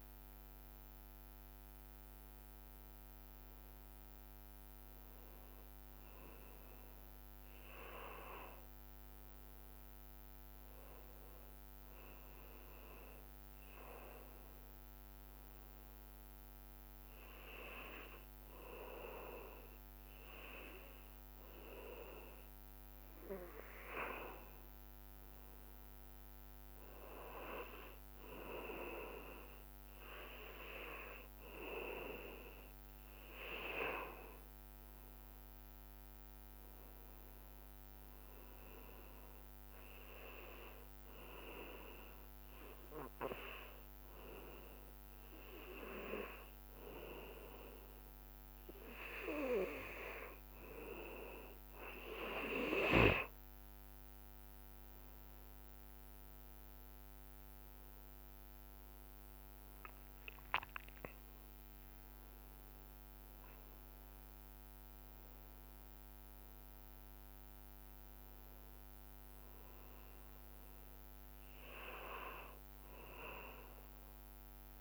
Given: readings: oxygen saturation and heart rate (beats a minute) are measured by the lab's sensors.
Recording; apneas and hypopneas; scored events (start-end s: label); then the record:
breathing in sleep by a microphone on the trachea; 1
41.50-53.50 s: obstructive apnea (oxygen 97% before, 94% lowest, heart rate 67 before, 68 extreme, up 6 after)
56.00-60.50 s: arousal
57.50-74.50 s: oxygen desaturation (device-marked, oxygen 97% before, 94% lowest, heart rate 69 before, 65 extreme)
From the record:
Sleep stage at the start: N2 (light sleep); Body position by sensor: on the back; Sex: male